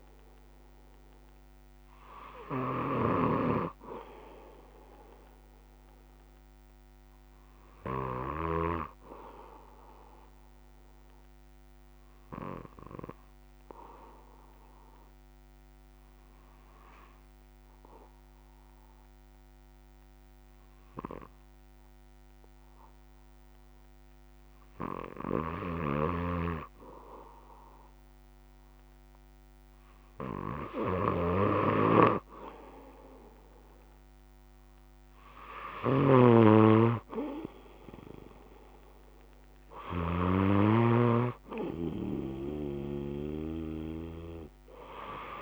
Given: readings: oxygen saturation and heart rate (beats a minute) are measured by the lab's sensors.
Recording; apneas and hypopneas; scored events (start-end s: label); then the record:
breathing in sleep by a microphone on the trachea; 1
11.00-26.00 s: obstructive apnea (oxygen 98% before, 96% lowest, heart rate 61 before, 57 extreme, up 1 after)
36.00-45.42 s: snoring (device-marked)
From the record:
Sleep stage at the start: N1 (lightest sleep); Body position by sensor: on the back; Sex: male